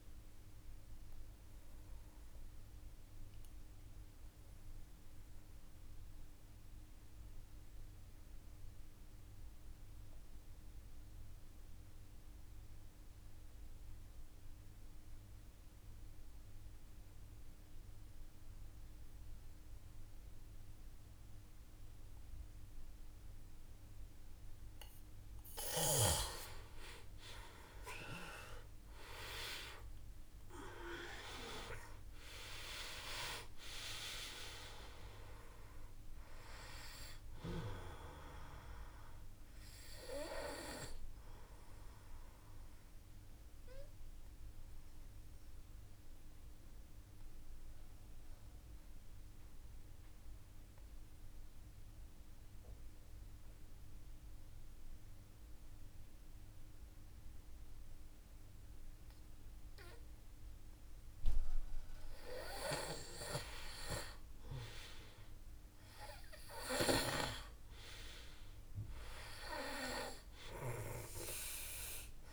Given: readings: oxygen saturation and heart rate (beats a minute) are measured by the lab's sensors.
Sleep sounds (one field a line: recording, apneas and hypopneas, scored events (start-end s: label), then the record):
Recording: breathing in sleep by a room microphone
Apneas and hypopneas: 2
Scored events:
0.00-13.50 s: oxygen desaturation (device-marked, oxygen 90% lowest, heart rate 51 extreme)
1.00-24.00 s: obstructive apnea (oxygen 98% before, 88% lowest, heart rate 54 before, 49 extreme, up 7 after)
26.00-30.00 s: arousal
26.50-60.50 s: oxygen desaturation (device-marked, oxygen 97% before, 88% lowest, heart rate 53 before, 49 extreme)
40.50-61.50 s: obstructive apnea (oxygen 97% before, 88% lowest, heart rate 55 before, 49 extreme, up 5 after)
63.50-67.00 s: arousal
From the record:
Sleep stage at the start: N2 (light sleep)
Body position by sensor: on the back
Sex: male